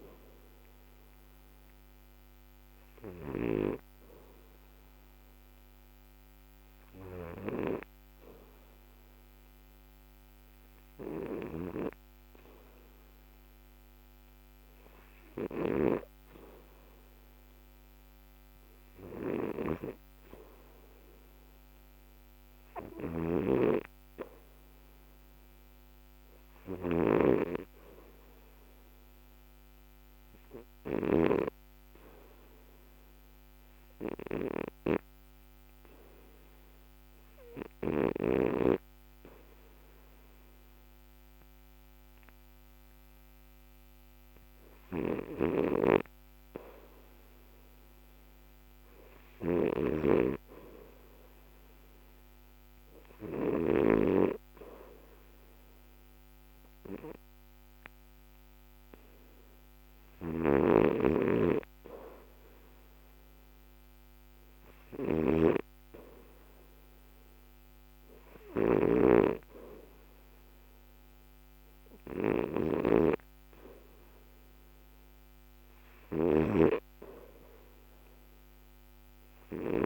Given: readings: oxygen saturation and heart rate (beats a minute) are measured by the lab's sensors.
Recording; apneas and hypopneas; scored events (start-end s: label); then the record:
breathing in sleep by a microphone on the trachea; 1
0.00-13.50 s: oxygen desaturation (device-marked, oxygen 80% lowest, heart rate 63 extreme)
3.50-47.00 s: obstructive apnea (oxygen 89% before, 80% lowest, heart rate 75 before, 62 extreme, up 4 after)
22.50-77.50 s: oxygen desaturation (device-marked, oxygen 99% before, 80% lowest, heart rate 75 before, 62 extreme)
50.50-53.50 s: arousal
76.00-79.86 s: snoring (device-marked)
From the record:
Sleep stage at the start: REM sleep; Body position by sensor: on the back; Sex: male